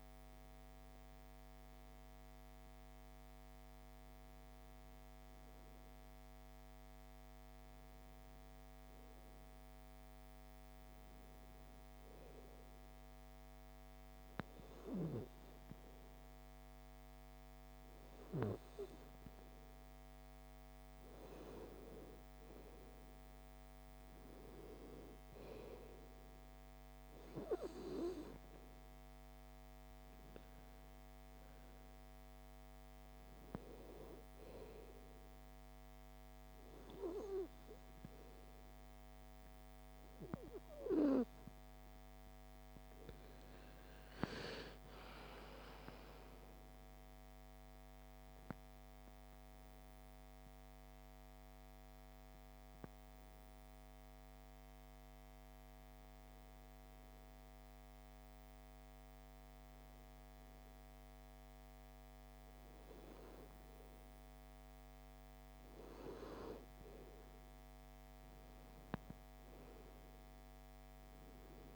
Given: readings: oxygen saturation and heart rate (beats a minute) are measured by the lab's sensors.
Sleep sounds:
breathing in sleep by a microphone on the trachea; 1
44.00-48.00 s: arousal
50.50-63.50 s: hypopnea (oxygen 95% before, 92% lowest)
65.00-69.50 s: arousal
From the record:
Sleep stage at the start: N2 (light sleep); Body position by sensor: on the back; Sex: female

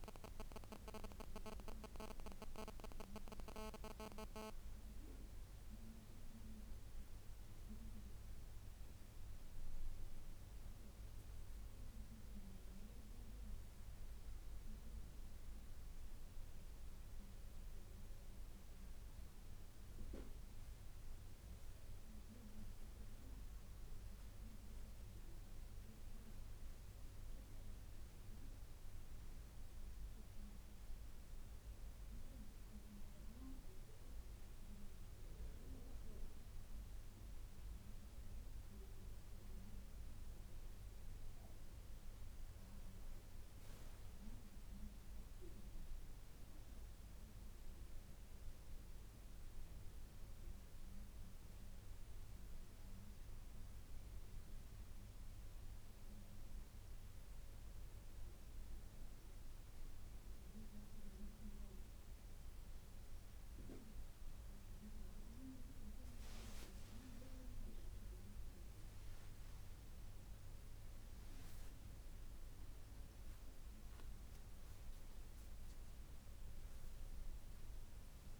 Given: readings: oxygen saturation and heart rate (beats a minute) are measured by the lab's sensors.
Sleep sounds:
breathing in sleep by a room microphone; none
67.00-70.00 s: arousal
From the record:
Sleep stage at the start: N1 (lightest sleep); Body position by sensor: on the back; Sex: female

